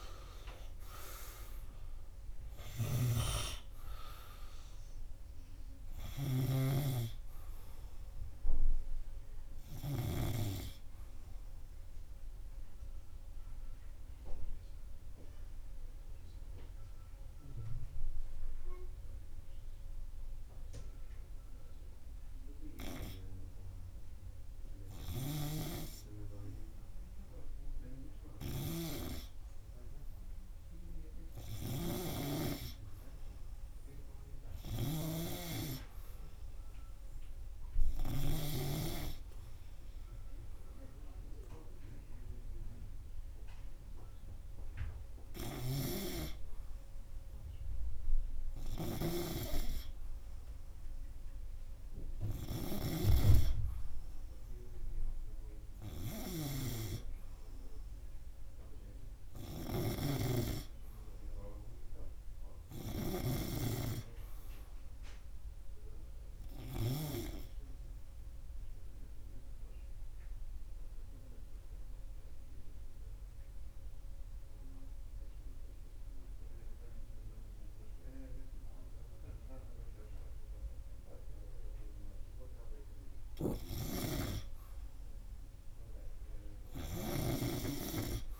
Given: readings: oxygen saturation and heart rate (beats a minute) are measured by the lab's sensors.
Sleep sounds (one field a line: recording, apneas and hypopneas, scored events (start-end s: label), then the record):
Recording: breathing in sleep by a room microphone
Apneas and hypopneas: 2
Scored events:
3.00-7.00 s: snoring (device-marked)
13.00-23.50 s: obstructive apnea (oxygen 100% before, 88% lowest, heart rate 76 before, 81 extreme, up 4 after)
14.50-41.50 s: oxygen desaturation (device-marked, oxygen 99% before, 88% lowest, heart rate 78 before, 80 extreme)
25.00-28.50 s: arousal
61.00-65.50 s: arousal
69.50-83.50 s: obstructive apnea (oxygen 100% before, 94% lowest, heart rate 82 before, 77 extreme, up 5 after)
71.50-78.50 s: oxygen desaturation (device-marked, oxygen 99% before, 97% lowest, heart rate 82 before, 77 extreme)
85.00-88.39 s: arousal
From the record:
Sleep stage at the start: N2 (light sleep)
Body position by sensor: on the right side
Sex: male